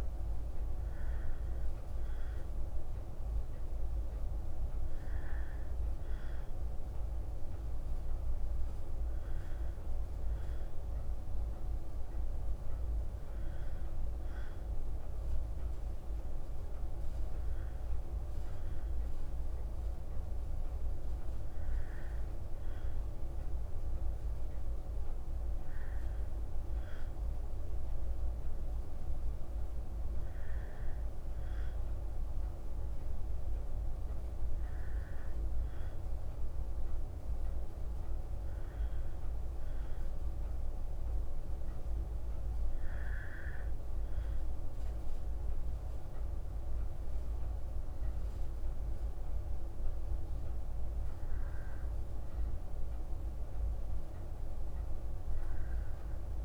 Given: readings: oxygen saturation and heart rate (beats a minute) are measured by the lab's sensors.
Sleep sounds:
breathing in sleep, hard to hear, by a room microphone; none
none scored
From the record:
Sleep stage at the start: N2 (light sleep); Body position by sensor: on the back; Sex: female

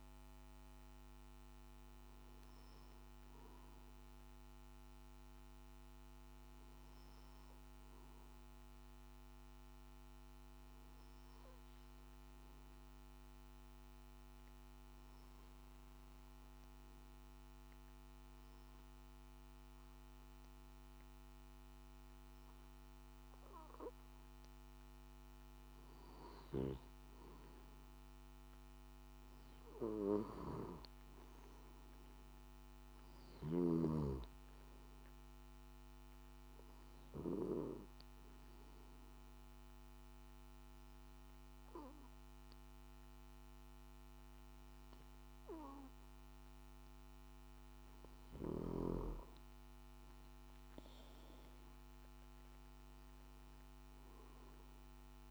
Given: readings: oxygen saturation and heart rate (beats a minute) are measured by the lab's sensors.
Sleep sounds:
breathing in sleep by a microphone on the trachea; 2
11.50-24.00 s: obstructive apnea (oxygen 97% before, 93% lowest, heart rate 54 before, 51 extreme, up 3 after)
37.50-48.50 s: obstructive apnea (oxygen 96% before, 89% lowest, heart rate 55 before, 51 extreme, up 7 after)
From the record:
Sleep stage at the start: N2 (light sleep); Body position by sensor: on the back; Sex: male

